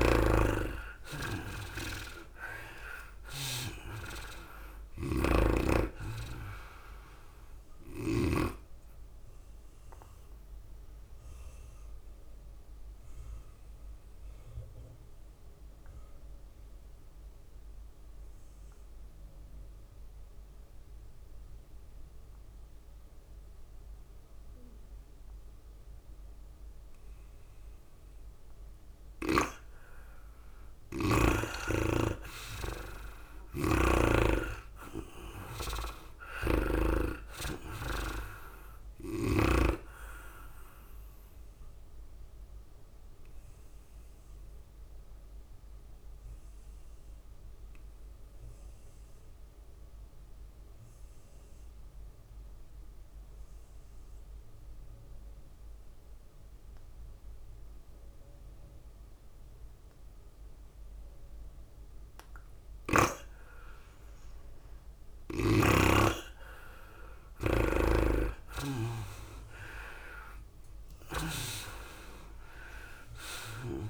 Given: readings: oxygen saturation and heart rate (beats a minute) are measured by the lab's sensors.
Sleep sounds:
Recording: breathing in sleep by a room microphone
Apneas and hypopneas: 2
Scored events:
0.00-9.00 s: snoring (device-marked)
0.00-20.50 s: oxygen desaturation (device-marked, oxygen 81% lowest, heart rate 101 extreme)
0.00-73.90 s: tachycardia (device-marked, heart rate 110 extreme)
2.50-17.50 s: drop in pulse transit time (device-marked, heart rate 101 before, 104 extreme)
9.00-28.00 s: obstructive apnea (oxygen 100% before, 81% lowest, heart rate 103 before, 101 extreme, up 4 after)
30.00-33.00 s: arousal
30.50-51.50 s: oxygen desaturation (device-marked, oxygen 99% before, 83% lowest, heart rate 105 before, 101 extreme)
32.00-37.50 s: snoring (device-marked)
36.50-53.50 s: drop in pulse transit time (device-marked, heart rate 103 before, 106 extreme)
43.50-63.00 s: obstructive apnea (oxygen 99% before, 83% lowest, heart rate 104 before, 101 extreme, up 4 after)
64.50-73.90 s: oxygen desaturation (device-marked, oxygen 98% before, 83% lowest, heart rate 105 before, 101 extreme)
68.00-72.00 s: snoring (device-marked)
69.50-73.50 s: arousal
69.50-73.90 s: drop in pulse transit time (device-marked, heart rate 103 before, 104 extreme)
From the record:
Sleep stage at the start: N2 (light sleep)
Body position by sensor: on the back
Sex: female

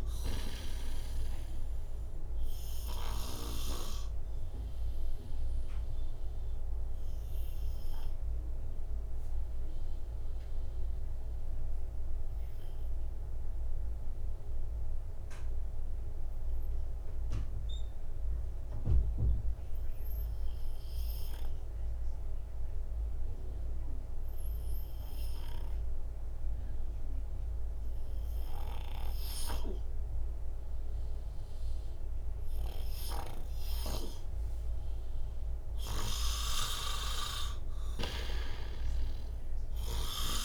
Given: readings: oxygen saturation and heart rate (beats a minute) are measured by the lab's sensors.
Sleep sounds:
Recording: breathing in sleep by a room microphone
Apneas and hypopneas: 1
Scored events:
0.00-3.50 s: snoring (device-marked)
0.00-24.00 s: oxygen desaturation (device-marked, oxygen 85% lowest, heart rate 57 extreme)
5.00-36.00 s: obstructive apnea (oxygen 97% before, 85% lowest, heart rate 69 before, 57 extreme, up 21 after)
33.00-40.44 s: oxygen desaturation (device-marked, oxygen 97% before, 85% lowest, heart rate 63 before, 58 extreme)
38.00-40.44 s: arousal
From the record:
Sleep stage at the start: N2 (light sleep)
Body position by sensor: on the right side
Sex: male

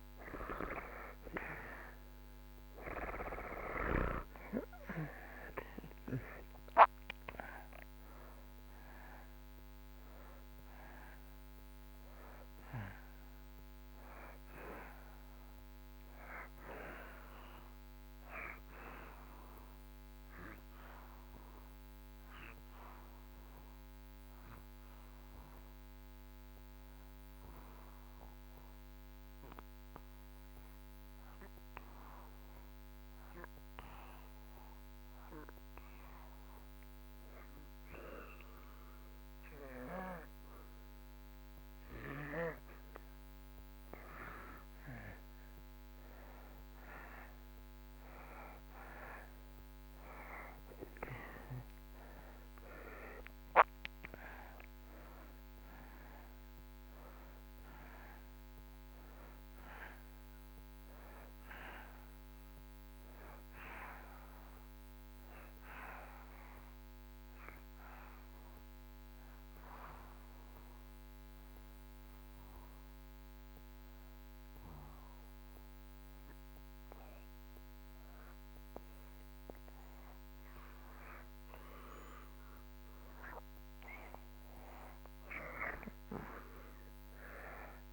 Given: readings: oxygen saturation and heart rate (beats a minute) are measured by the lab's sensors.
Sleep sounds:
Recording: breathing in sleep by a microphone on the trachea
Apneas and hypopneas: 2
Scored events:
0.00-3.50 s: arousal
7.00-35.00 s: oxygen desaturation (device-marked, oxygen 91% before, 82% lowest)
22.50-41.00 s: obstructive apnea (oxygen 91% before, 82% lowest)
43.50-47.50 s: arousal
47.00-77.00 s: oxygen desaturation (device-marked, oxygen 96% before, 83% lowest)
69.50-83.50 s: obstructive apnea (oxygen 96% before, 84% lowest)
From the record:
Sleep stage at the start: N2 (light sleep)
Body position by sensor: on the back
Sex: male

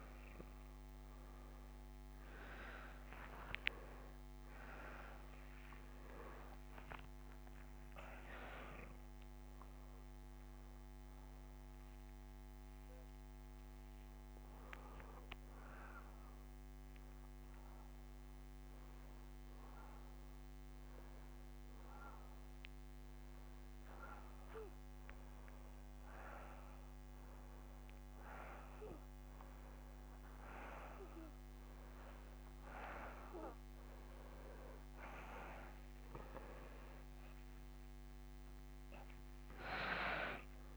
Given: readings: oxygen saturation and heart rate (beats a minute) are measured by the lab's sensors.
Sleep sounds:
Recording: breathing in sleep by a microphone on the trachea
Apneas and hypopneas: 1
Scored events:
2.00-5.50 s: arousal
8.50-18.50 s: hypopnea (oxygen 95% before, 90% lowest, heart rate 80 before, 83 extreme, up 1 after)
21.00-24.50 s: arousal
24.50-34.50 s: oxygen desaturation (device-marked, oxygen 96% before, 93% lowest, heart rate 95 before, 85 extreme)
From the record:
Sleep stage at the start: N2 (light sleep)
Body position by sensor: upright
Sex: male

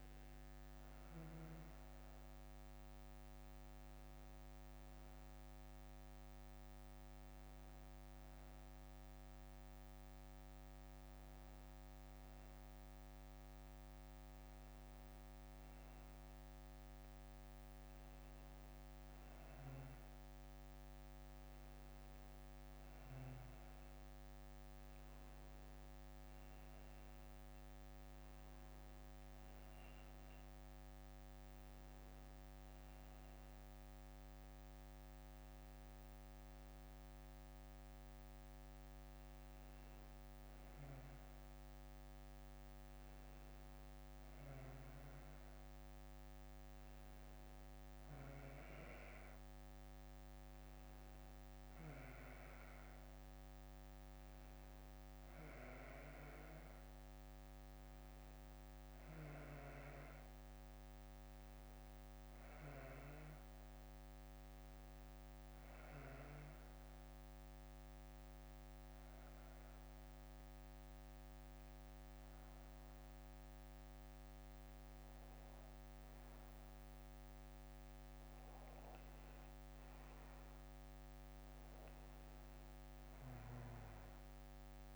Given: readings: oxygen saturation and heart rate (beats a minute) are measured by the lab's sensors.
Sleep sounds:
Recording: breathing in sleep, hard to hear, by a microphone on the trachea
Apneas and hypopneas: 1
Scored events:
10.00-12.00 s: bradycardia (device-marked, heart rate 69 before, 64 extreme)
54.00-66.00 s: bradycardia (device-marked, heart rate 68 before, 58 extreme)
67.50-78.50 s: hypopnea (oxygen 95% before, 91% lowest, heart rate 61 before, 56 extreme, up 8 after)
74.00-77.00 s: bradycardia (device-marked, heart rate 68 before, 65 extreme)
81.00-84.96 s: arousal
From the record:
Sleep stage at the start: N1 (lightest sleep)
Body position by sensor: on the back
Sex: male

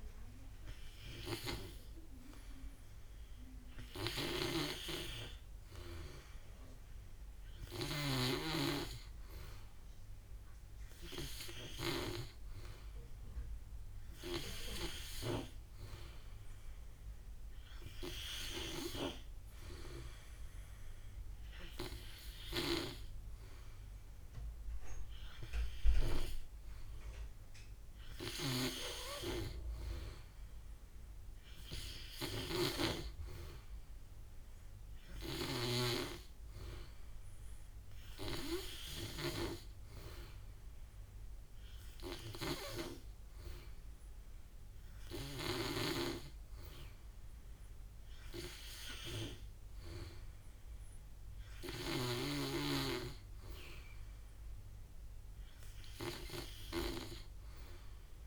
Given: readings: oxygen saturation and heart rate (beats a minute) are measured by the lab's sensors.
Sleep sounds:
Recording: breathing in sleep by a room microphone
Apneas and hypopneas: none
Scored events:
32.00-39.00 s: snoring (device-marked)
From the record:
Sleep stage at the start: N3 (deep sleep)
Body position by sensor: on the back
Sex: male

